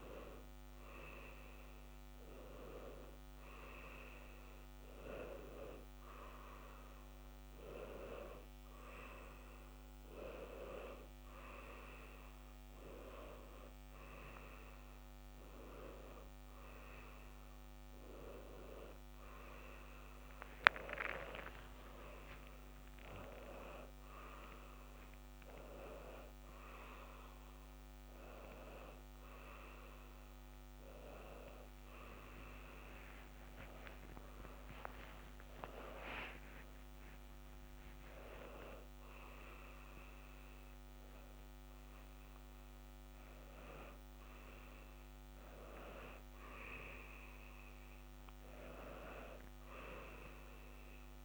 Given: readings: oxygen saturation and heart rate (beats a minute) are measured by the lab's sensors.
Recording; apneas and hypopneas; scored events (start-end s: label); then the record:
a person awake in a sleep study, by a microphone on the trachea; none
none scored
From the record:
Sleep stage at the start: awake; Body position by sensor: on the left side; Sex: male